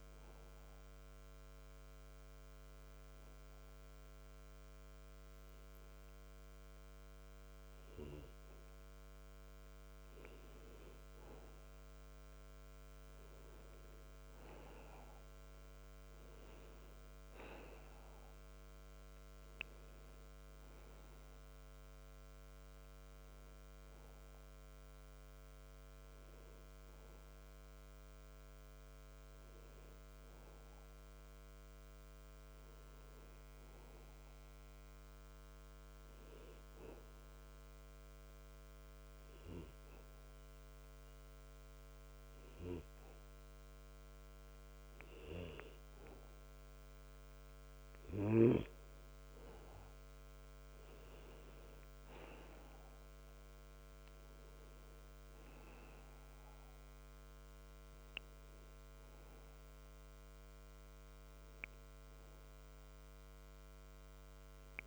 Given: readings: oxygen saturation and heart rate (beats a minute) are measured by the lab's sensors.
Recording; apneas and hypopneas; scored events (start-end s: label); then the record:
breathing in sleep by a microphone on the trachea; 2
0.50-10.50 s: obstructive apnea (oxygen 95% before, 91% lowest)
13.50-17.50 s: arousal
20.50-35.50 s: oxygen desaturation (device-marked, oxygen 96% before, 91% lowest)
36.50-46.50 s: obstructive apnea (oxygen 96% before, 92% lowest)
49.00-53.00 s: arousal
56.50-64.87 s: oxygen desaturation (device-marked, oxygen 96% before, 92% lowest)
From the record:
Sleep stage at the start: N2 (light sleep); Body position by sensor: on the back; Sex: male